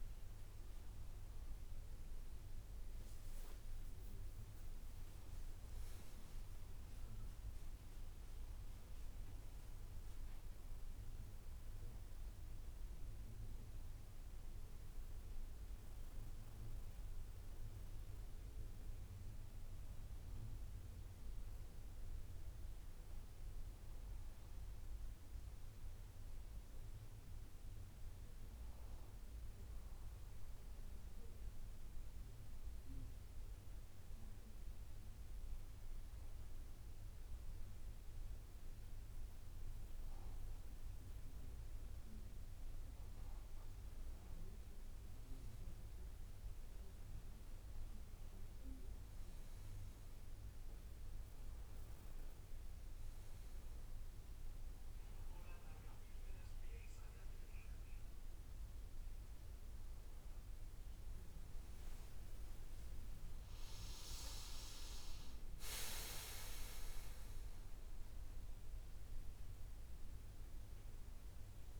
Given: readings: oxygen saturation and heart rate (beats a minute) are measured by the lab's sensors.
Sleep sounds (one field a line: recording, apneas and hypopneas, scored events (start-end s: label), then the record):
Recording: breathing in sleep, hard to hear, by a room microphone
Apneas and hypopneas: 1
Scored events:
0.00-9.50 s: oxygen desaturation (device-marked, oxygen 92% lowest)
19.50-22.50 s: arousal
28.50-42.00 s: obstructive apnea (oxygen 98% before, 94% lowest)
43.50-46.50 s: arousal
From the record:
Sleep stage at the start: N2 (light sleep)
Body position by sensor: on the back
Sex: female